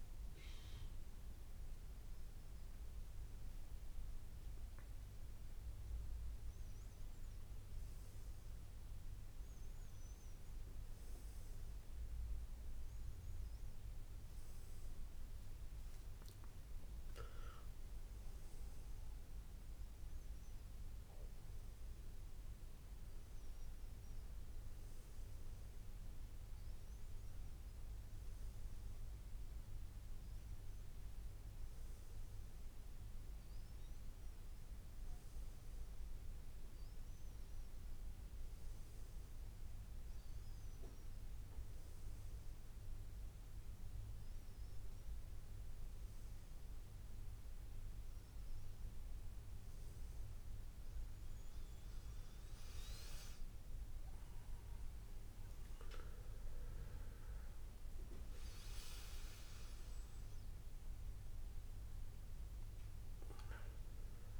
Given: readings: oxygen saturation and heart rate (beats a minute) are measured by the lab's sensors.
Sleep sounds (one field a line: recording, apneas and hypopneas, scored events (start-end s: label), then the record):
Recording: a person partly awake in a sleep study, hard to hear, by a room microphone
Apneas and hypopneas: none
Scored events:
30.00-64.40 s: new sleep stage, N1 (lightest sleep)
From the record:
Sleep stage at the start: awake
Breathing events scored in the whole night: 12 in 4.4 hours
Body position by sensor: on the back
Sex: male